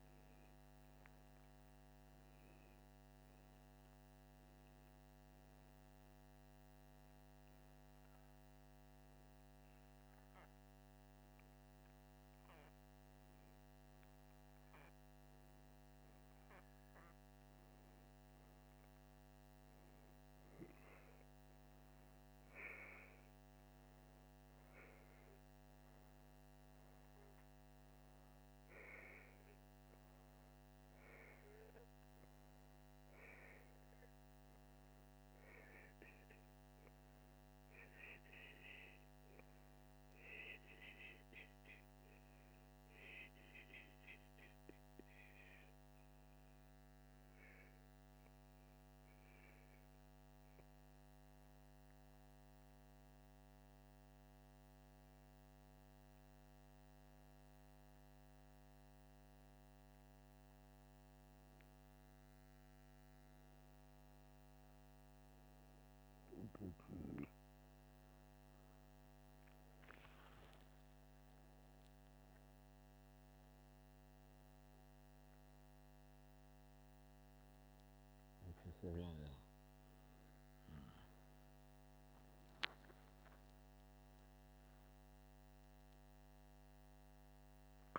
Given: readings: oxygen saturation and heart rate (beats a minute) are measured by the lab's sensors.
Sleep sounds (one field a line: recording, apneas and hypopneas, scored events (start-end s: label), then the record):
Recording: a person partly awake in a sleep study, by a microphone on the trachea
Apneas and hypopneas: 1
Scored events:
8.50-24.00 s: hypopnea (oxygen 97% before, 94% lowest, heart rate 82 before, 78 extreme, up 0 after)
26.50-56.50 s: new sleep stage, N2 (light sleep)
27.00-31.00 s: arousal
56.50-87.99 s: new sleep stage, awake
From the record:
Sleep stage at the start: N1 (lightest sleep)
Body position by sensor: upright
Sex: male